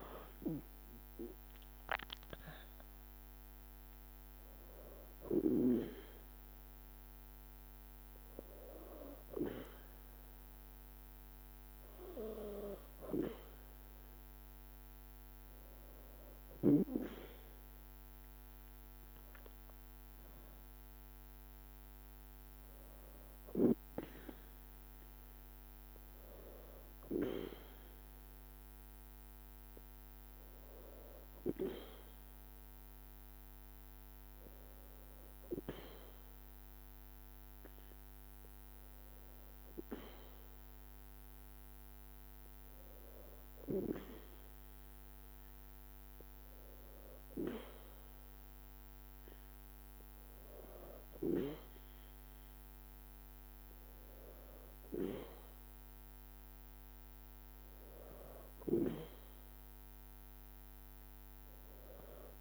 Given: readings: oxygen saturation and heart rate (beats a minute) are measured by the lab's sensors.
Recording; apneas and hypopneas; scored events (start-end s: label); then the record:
breathing in sleep by a microphone on the trachea; none
none scored
From the record:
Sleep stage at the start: N2 (light sleep); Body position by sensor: on the back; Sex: female